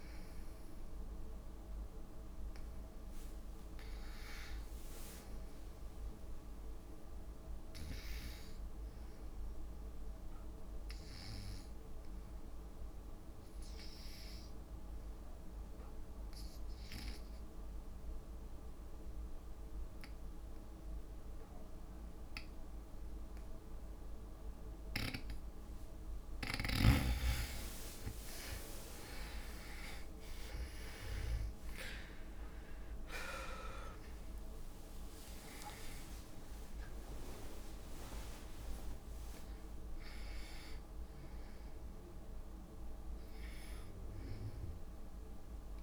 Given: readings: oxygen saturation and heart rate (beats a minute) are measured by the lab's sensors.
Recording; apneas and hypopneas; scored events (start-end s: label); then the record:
breathing in sleep by a room microphone; 1
11.00-25.00 s: obstructive apnea (oxygen 100% before, 78% lowest, heart rate 76 before, 63 extreme, up 21 after)
19.50-45.83 s: oxygen desaturation (device-marked, oxygen 99% before, 78% lowest, heart rate 67 before, 58 extreme)
26.50-30.00 s: arousal
30.00-32.00 s: long interval between heartbeats (device-marked, heart rate 63 before, 79 extreme)
34.50-45.83 s: drop in pulse transit time (device-marked, heart rate 69 before, 70 extreme)
35.50-40.50 s: tachycardia (device-marked, heart rate 53 before, 107 extreme)
37.50-39.50 s: long interval between heartbeats (device-marked, heart rate 72 before, 100 extreme)
From the record:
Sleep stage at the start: N2 (light sleep); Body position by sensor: on the back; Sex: female